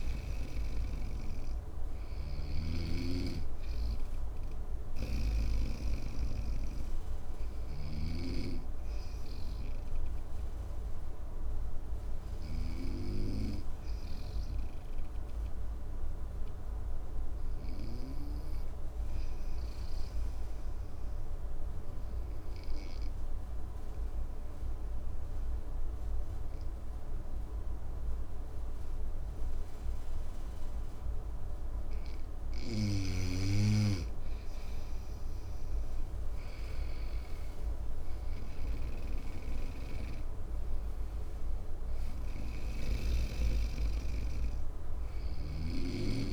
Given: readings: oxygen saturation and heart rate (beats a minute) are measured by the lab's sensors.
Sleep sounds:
breathing in sleep by a room microphone; 1
1.50-7.50 s: snoring (device-marked)
9.00-31.00 s: obstructive apnea (oxygen 99% before, 95% lowest, heart rate 62 before, 56 extreme, up 8 after)
33.50-38.00 s: arousal
38.00-46.33 s: snoring (device-marked)
From the record:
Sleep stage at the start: N2 (light sleep); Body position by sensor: on the right side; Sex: male

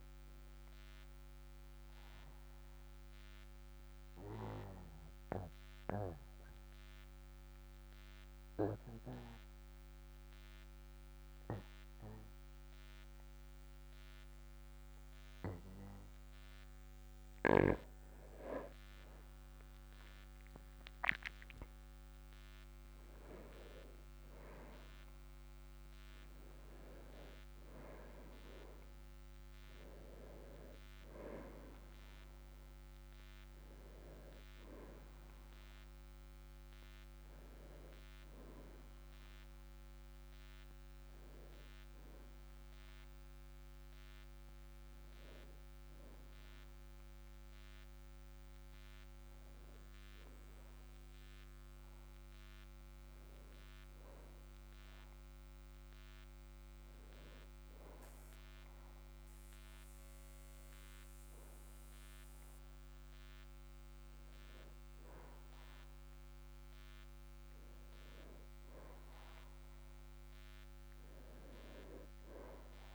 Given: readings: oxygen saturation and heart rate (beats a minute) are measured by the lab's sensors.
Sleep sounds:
breathing in sleep by a microphone on the trachea; 2
2.00-16.50 s: obstructive apnea (oxygen 98% before, 95% lowest, heart rate 51 before, 45 extreme, up 8 after)
19.50-23.00 s: arousal
45.00-48.50 s: arousal
51.50-68.50 s: hypopnea (oxygen 97% before, 97% lowest, heart rate 52 before, 45 extreme, up 5 after)
71.00-72.95 s: arousal
From the record:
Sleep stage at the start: N2 (light sleep); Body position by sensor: on the back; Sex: male

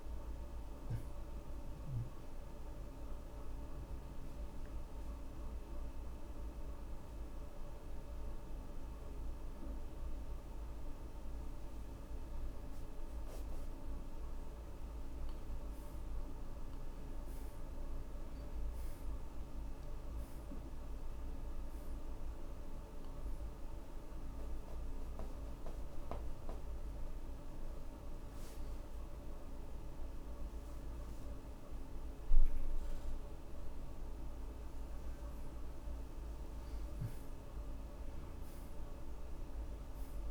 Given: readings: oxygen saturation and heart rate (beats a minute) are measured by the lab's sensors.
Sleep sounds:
breathing in sleep, hard to hear, by a room microphone; 2
0.00-14.50 s: oxygen desaturation (device-marked, oxygen 76% lowest)
2.00-14.00 s: obstructive apnea (oxygen 94% before, 76% lowest)
16.00-20.00 s: arousal
21.50-37.50 s: oxygen desaturation (device-marked, oxygen 91% before, 77% lowest)
25.00-35.00 s: obstructive apnea (oxygen 92% before, 76% lowest)
37.00-40.31 s: arousal
From the record:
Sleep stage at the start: N2 (light sleep); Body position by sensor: on the back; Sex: male

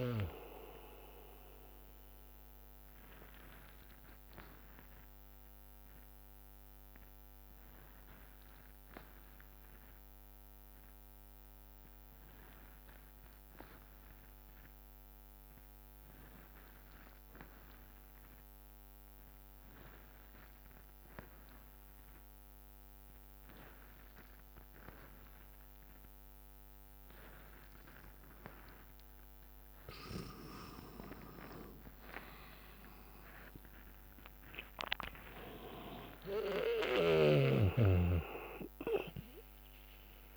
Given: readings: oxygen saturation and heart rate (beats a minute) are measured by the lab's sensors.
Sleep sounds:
breathing in sleep by a microphone on the trachea; 1
0.00-9.50 s: oxygen desaturation (device-marked, oxygen 88% lowest, heart rate 57 extreme)
0.50-5.50 s: bradycardia (device-marked, heart rate 69 before, 59 extreme)
3.00-30.50 s: obstructive apnea (oxygen 99% before, 88% lowest, heart rate 67 before, 56 extreme, up 10 after)
23.50-40.37 s: oxygen desaturation (device-marked, oxygen 99% before, 88% lowest, heart rate 62 before, 56 extreme)
31.50-40.37 s: drop in pulse transit time (device-marked, heart rate 64 before, 65 extreme)
33.00-37.50 s: arousal
From the record:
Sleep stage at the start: N2 (light sleep); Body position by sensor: on the back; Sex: male

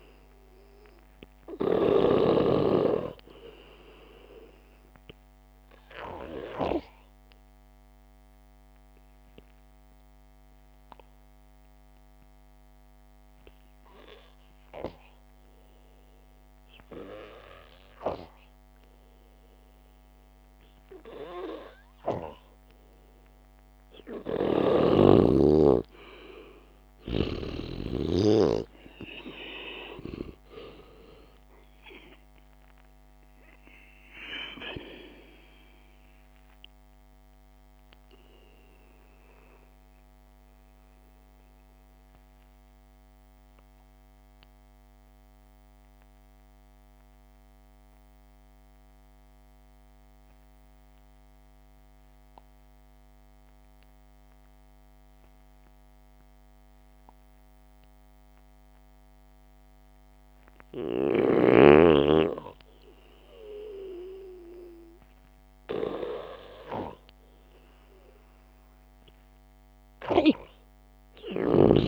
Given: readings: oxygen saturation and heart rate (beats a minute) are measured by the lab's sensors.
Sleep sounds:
breathing in sleep by a microphone on the trachea; 2
0.00-2.50 s: snoring (device-marked)
8.00-22.50 s: obstructive apnea (oxygen 98% before, 93% lowest, heart rate 58 before, 52 extreme, up 4 after)
22.50-29.50 s: oxygen desaturation (device-marked, oxygen 96% before, 93% lowest, heart rate 57 before, 52 extreme)
23.50-28.00 s: arousal
24.50-28.00 s: snoring (device-marked)
40.00-59.50 s: mixed apnea (oxygen 96% before, 93% lowest, heart rate 59 before, 53 extreme, up 1 after)
62.50-66.00 s: arousal
From the record:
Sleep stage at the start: N2 (light sleep); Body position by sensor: on the back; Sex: male

